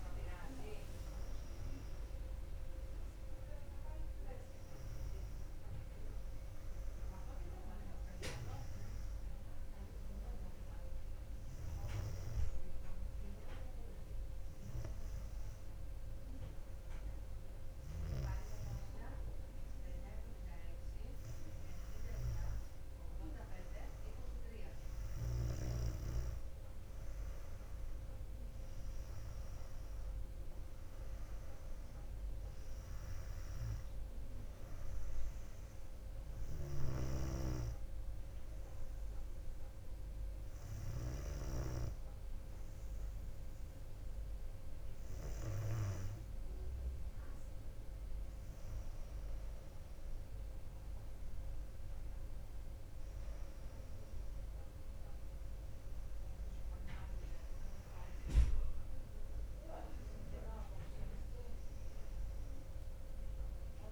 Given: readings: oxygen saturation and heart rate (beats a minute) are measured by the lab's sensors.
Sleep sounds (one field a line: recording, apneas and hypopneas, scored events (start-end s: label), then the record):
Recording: breathing in sleep by a room microphone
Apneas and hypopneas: 2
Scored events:
8.50-21.50 s: hypopnea (oxygen 98% before, 95% lowest, heart rate 60 before, 57 extreme, up 3 after)
26.00-41.00 s: oxygen desaturation (device-marked, oxygen 99% before, 95% lowest, heart rate 60 before, 57 extreme)
36.00-48.00 s: hypopnea (oxygen 99% before, 94% lowest, heart rate 60 before, 56 extreme, up 3 after)
50.00-54.50 s: arousal
From the record:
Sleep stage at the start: N2 (light sleep)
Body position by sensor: on the back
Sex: female